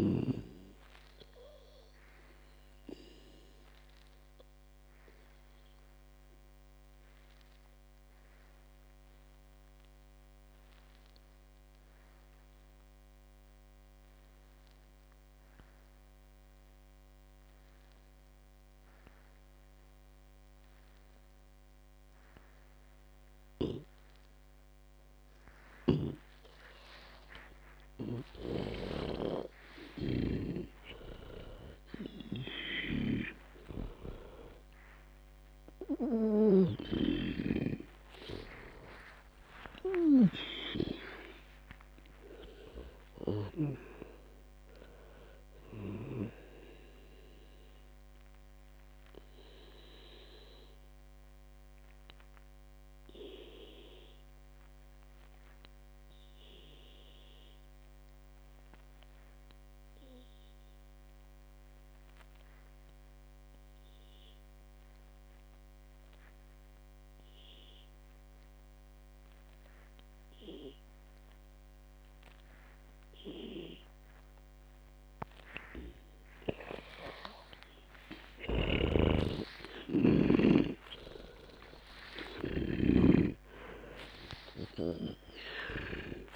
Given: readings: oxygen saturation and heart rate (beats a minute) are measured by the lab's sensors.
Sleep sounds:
breathing in sleep by a microphone on the trachea; 2
0.00-18.00 s: oxygen desaturation (device-marked, oxygen 90% lowest, heart rate 54 extreme)
1.50-28.50 s: obstructive apnea (oxygen 99% before, 90% lowest, heart rate 81 before, 54 extreme, up 23 after)
29.50-33.50 s: arousal
31.50-35.00 s: snoring (device-marked)
33.00-56.00 s: oxygen desaturation (device-marked, oxygen 98% before, 93% lowest, heart rate 64 before, 55 extreme)
37.00-44.50 s: snoring (device-marked)
47.50-78.00 s: obstructive apnea (oxygen 99% before, 90% lowest, heart rate 97 before, 55 extreme)
74.00-86.36 s: oxygen desaturation (device-marked, oxygen 98% before, 90% lowest, heart rate 57 before, 56 extreme)
79.00-83.50 s: arousal
79.00-83.50 s: snoring (device-marked)
From the record:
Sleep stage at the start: N2 (light sleep); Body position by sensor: on the back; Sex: female

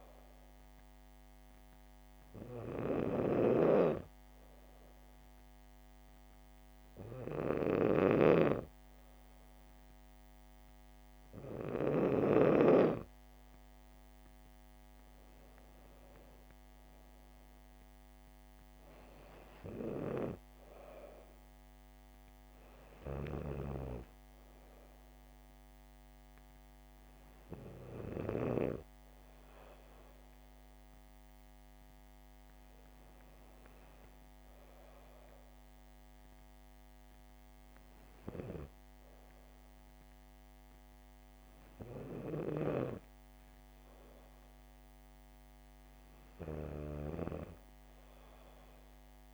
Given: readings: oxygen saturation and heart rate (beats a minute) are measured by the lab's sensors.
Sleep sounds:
breathing in sleep by a microphone on the trachea; 1
2.00-14.00 s: hypopnea (oxygen 99% before, 95% lowest, heart rate 66 before, 66 extreme, up 5 after)
17.50-21.00 s: arousal
From the record:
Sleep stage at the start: N2 (light sleep); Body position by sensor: on the back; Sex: female

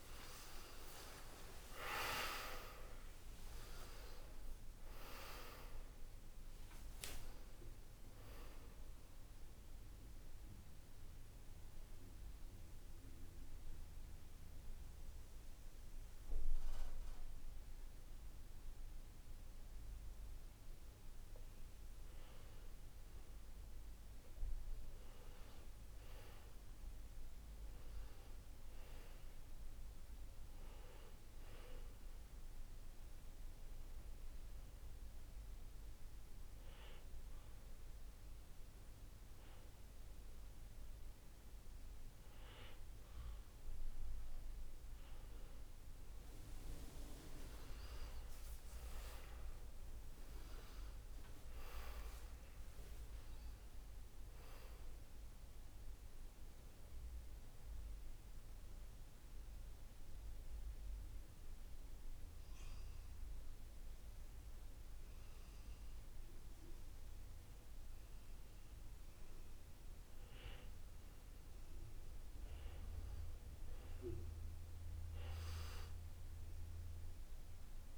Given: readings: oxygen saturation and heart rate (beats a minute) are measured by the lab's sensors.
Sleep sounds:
breathing in sleep by a room microphone; 3
0.00-4.00 s: arousal
10.00-21.00 s: central apnea (oxygen 96% before, 92% lowest, heart rate 73 before, 57 extreme, up 7 after)
23.50-28.00 s: arousal
32.00-43.00 s: oxygen desaturation (device-marked, oxygen 98% before, 92% lowest, heart rate 67 before, 55 extreme)
33.50-45.00 s: hypopnea (oxygen 98% before, 92% lowest, heart rate 66 before, 55 extreme, up 20 after)
47.00-51.50 s: arousal
58.50-71.00 s: obstructive apnea (oxygen 97% before, 93% lowest, heart rate 68 before, 60 extreme, up 11 after)
73.50-77.50 s: arousal
From the record:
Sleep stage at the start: N2 (light sleep); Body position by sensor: on the back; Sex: male

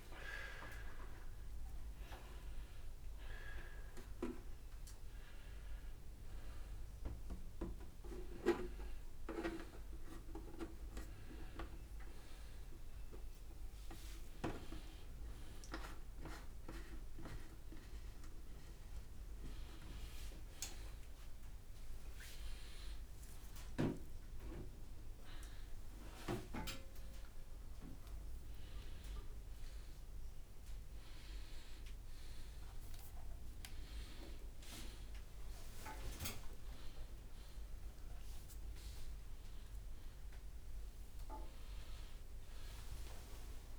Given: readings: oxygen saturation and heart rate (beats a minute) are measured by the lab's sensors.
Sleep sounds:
a person awake in a sleep study, by a room microphone; none
0.00-1.50 s: leg movement (device-marked)
From the record:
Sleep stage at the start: awake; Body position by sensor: upright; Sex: male

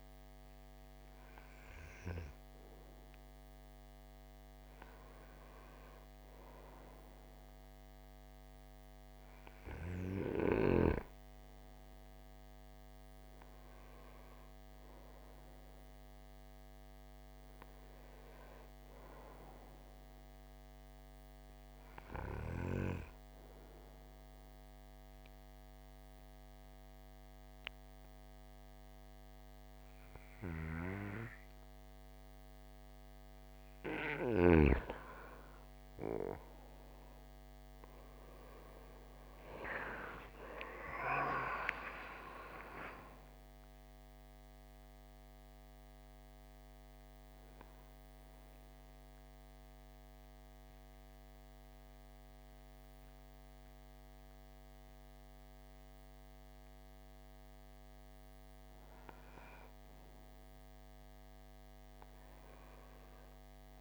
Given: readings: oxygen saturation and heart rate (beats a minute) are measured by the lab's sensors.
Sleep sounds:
breathing in sleep by a microphone on the trachea; 2
22.00-34.50 s: obstructive apnea (oxygen 96% before, 89% lowest)
38.00-42.00 s: arousal
44.50-63.81 s: oxygen desaturation (device-marked, oxygen 94% before, 89% lowest)
48.00-58.50 s: obstructive apnea (oxygen 94% before, 89% lowest)
62.50-63.81 s: arousal
From the record:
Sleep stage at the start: N2 (light sleep); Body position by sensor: on the right side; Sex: male

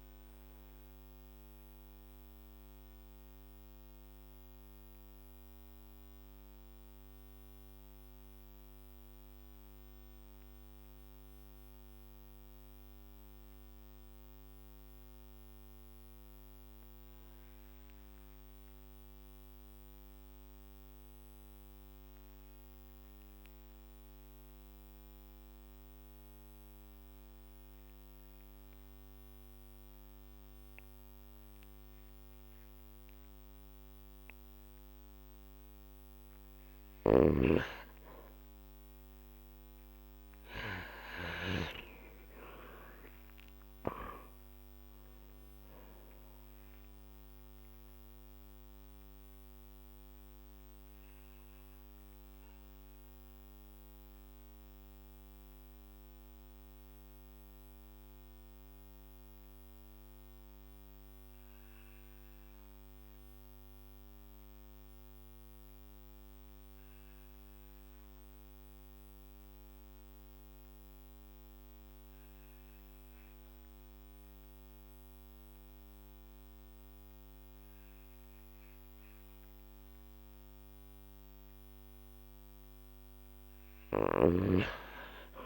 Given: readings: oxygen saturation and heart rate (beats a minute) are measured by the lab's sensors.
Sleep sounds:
breathing in sleep by a microphone on the trachea; 2
1.50-36.50 s: mixed apnea (oxygen 99% before, 91% lowest, heart rate 53 before, 45 extreme, up 5 after)
27.50-44.50 s: oxygen desaturation (device-marked, oxygen 99% before, 91% lowest, heart rate 46 before, 45 extreme)
30.00-32.00 s: long interval between heartbeats (device-marked, heart rate 46 before, 53 extreme)
36.50-41.50 s: snoring (device-marked)
38.00-42.50 s: arousal
40.50-42.50 s: long interval between heartbeats (device-marked, heart rate 50 before, 53 extreme)
46.50-81.00 s: obstructive apnea (oxygen 99% before, 92% lowest, heart rate 51 before, 44 extreme, up 7 after)
80.50-85.46 s: oxygen desaturation (device-marked, oxygen 98% before, 93% lowest, heart rate 48 before, 44 extreme)
From the record:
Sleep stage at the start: N2 (light sleep); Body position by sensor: on the back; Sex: male

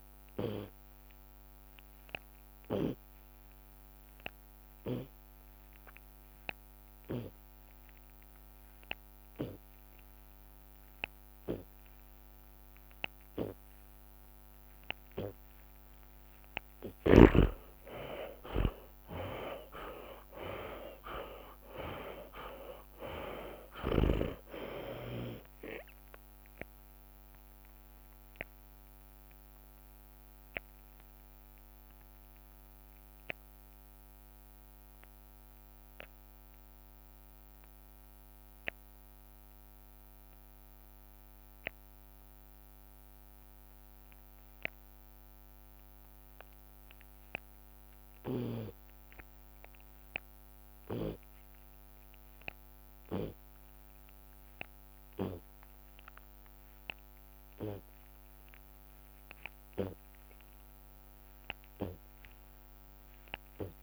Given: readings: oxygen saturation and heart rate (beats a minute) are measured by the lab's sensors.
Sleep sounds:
breathing in sleep by a microphone on the trachea; 1
0.00-10.00 s: oxygen desaturation (device-marked, oxygen 73% lowest)
14.00-22.00 s: tachycardia (device-marked, heart rate 50 before, 125 extreme)
16.50-21.50 s: arousal
17.50-19.50 s: long interval between heartbeats (device-marked)
26.00-28.00 s: long interval between heartbeats (device-marked, heart rate 51 before, 33 extreme)
29.00-44.00 s: obstructive apnea (oxygen 97% before, 74% lowest, heart rate 57 before, 50 extreme, up 12 after)
30.00-32.00 s: long interval between heartbeats (device-marked, heart rate 59 before, 56 extreme)
32.00-42.00 s: drop in pulse transit time (device-marked, heart rate 65 before, 70 extreme)
33.50-35.50 s: long interval between heartbeats (device-marked, heart rate 69 before, 98 extreme)
40.50-42.50 s: long interval between heartbeats (device-marked, heart rate 80 before, 70 extreme)
43.50-45.50 s: long interval between heartbeats (device-marked, heart rate 71 before, 75 extreme)
44.00-62.00 s: oxygen desaturation (device-marked, oxygen 95% before, 74% lowest)
46.00-48.00 s: long interval between heartbeats (device-marked, heart rate 69 before, 74 extreme)
48.50-50.50 s: long interval between heartbeats (device-marked, heart rate 73 before, 74 extreme)
51.00-53.00 s: long interval between heartbeats (device-marked, heart rate 77 before, 53 extreme)
53.00-63.00 s: drop in pulse transit time (device-marked, heart rate 75 before, 50 extreme)
55.50-57.50 s: long interval between heartbeats (device-marked, heart rate 71 before, 63 extreme)
57.50-59.50 s: long interval between heartbeats (device-marked, heart rate 69 before, 63 extreme)
60.00-62.00 s: long interval between heartbeats (device-marked, heart rate 67 before, 50 extreme)
62.00-63.82 s: long interval between heartbeats (device-marked, heart rate 66 before, 62 extreme)
From the record:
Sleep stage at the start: N2 (light sleep); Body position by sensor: on the left side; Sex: male

